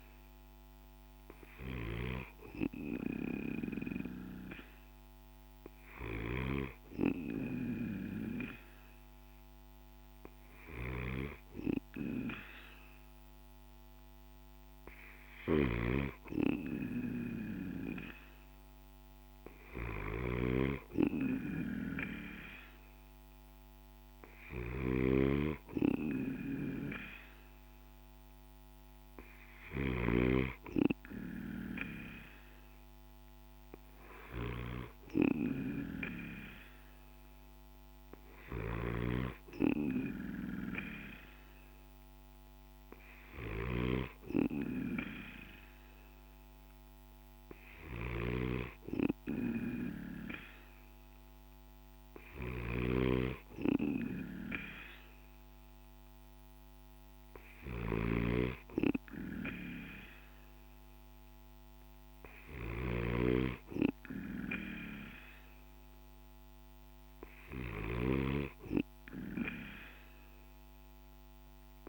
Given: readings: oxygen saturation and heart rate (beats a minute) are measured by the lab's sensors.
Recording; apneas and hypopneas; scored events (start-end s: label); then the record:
breathing in sleep by a microphone on the trachea; none
0.00-71.89 s: snoring (device-marked)
7.50-23.50 s: oxygen desaturation (device-marked, oxygen 93% before, 89% lowest, heart rate 57 before, 55 extreme)
From the record:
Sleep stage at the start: N2 (light sleep); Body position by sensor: on the back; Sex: male